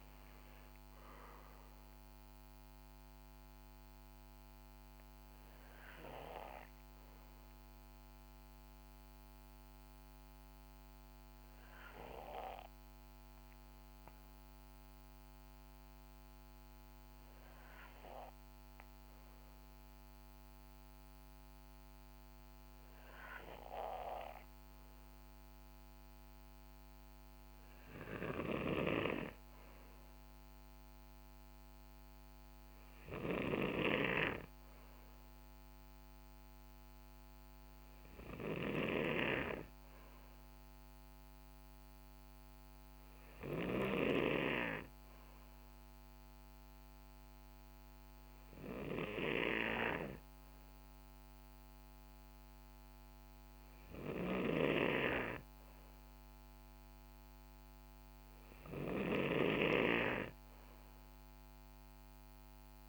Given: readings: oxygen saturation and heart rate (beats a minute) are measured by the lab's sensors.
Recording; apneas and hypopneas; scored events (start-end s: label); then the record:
breathing in sleep by a microphone on the trachea; 1
9.50-27.50 s: obstructive apnea (oxygen 96% before, 93% lowest, heart rate 61 before, 60 extreme, up 4 after)
30.00-33.00 s: arousal
From the record:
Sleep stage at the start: N2 (light sleep); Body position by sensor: on the right side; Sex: male